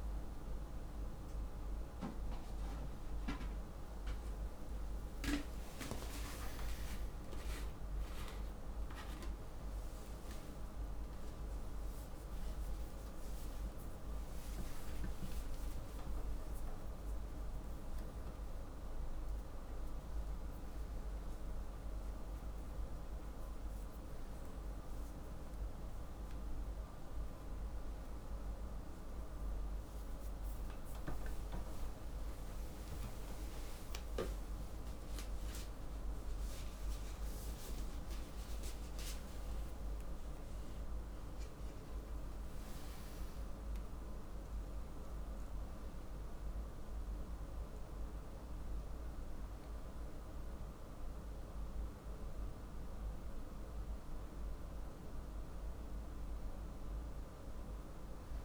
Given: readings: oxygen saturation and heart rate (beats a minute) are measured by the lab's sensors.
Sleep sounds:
a person awake in a sleep study, hard to hear, by a room microphone; none
none scored
From the record:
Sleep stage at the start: awake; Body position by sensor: on the back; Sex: male

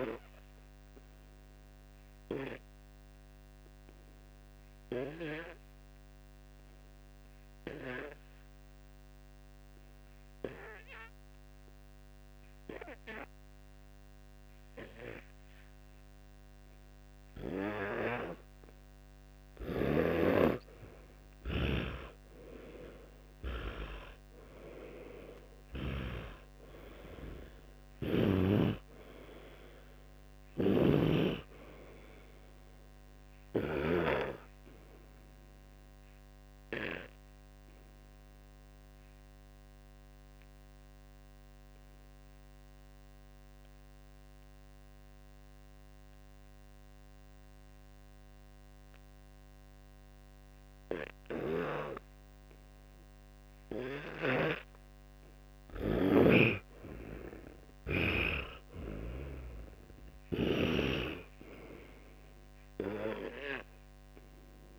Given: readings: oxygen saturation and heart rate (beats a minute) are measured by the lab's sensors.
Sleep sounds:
breathing in sleep by a microphone on the trachea; 2
7.50-18.00 s: obstructive apnea (oxygen 100% before, 86% lowest, heart rate 64 before, 57 extreme, up 20 after)
11.50-18.50 s: oxygen desaturation (device-marked, oxygen 100% before, 93% lowest, heart rate 64 before, 58 extreme)
19.50-26.00 s: snoring (device-marked)
21.50-24.00 s: arousal
30.50-34.00 s: snoring (device-marked)
30.50-54.50 s: oxygen desaturation (device-marked, oxygen 99% before, 86% lowest, heart rate 65 before, 57 extreme)
39.50-51.50 s: obstructive apnea (oxygen 99% before, 86% lowest, heart rate 67 before, 57 extreme, up 9 after)
55.50-59.00 s: snoring (device-marked)
57.00-61.00 s: arousal
From the record:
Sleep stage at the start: N2 (light sleep); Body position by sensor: on the back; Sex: male

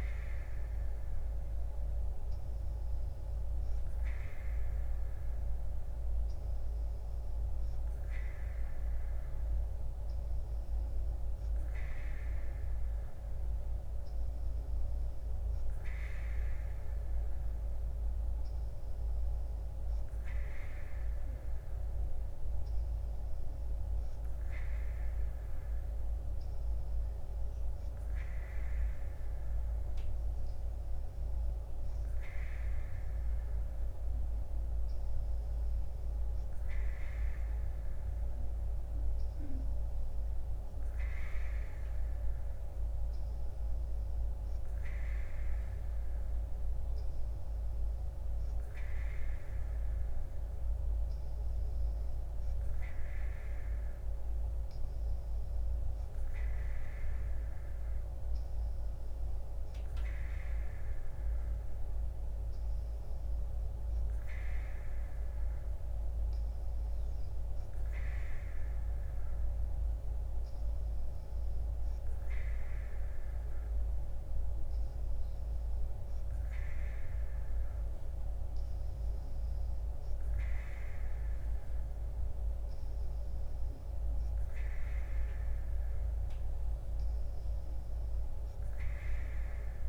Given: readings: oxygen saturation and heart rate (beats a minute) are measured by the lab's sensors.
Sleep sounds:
breathing in sleep, hard to hear, by a room microphone; none
none scored
From the record:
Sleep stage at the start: N3 (deep sleep); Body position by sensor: on the right side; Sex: female

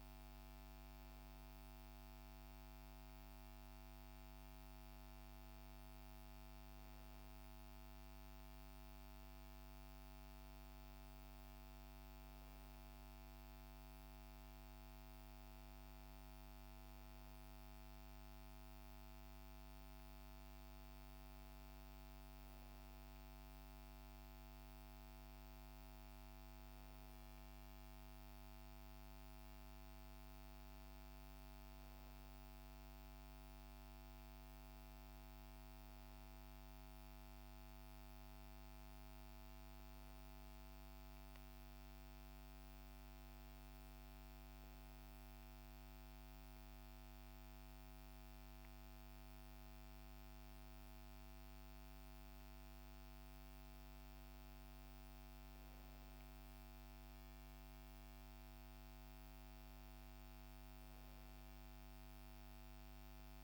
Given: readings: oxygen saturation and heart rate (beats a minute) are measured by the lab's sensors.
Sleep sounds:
breathing in sleep, hard to hear, by a microphone on the trachea; none
none scored
From the record:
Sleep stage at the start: N1 (lightest sleep); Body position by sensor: on the back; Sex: female

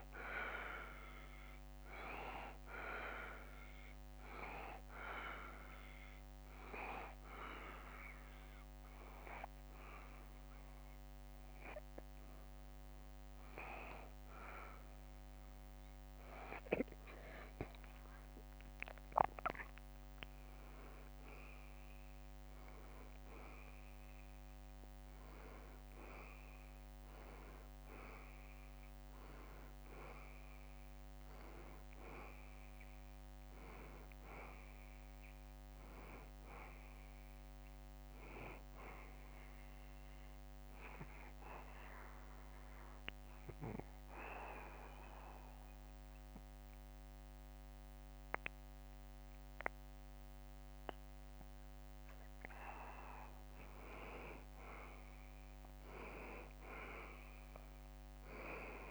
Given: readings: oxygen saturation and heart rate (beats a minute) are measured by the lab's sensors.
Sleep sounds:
breathing in sleep by a microphone on the trachea; 2
4.00-19.00 s: obstructive apnea (oxygen 95% before, 88% lowest, heart rate 74 before, 71 extreme, up 6 after)
21.50-25.50 s: arousal
41.00-54.00 s: obstructive apnea (oxygen 93% before, 88% lowest, heart rate 75 before, 70 extreme, up 4 after)
57.50-58.90 s: arousal
From the record:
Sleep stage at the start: N2 (light sleep); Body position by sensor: on the back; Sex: male

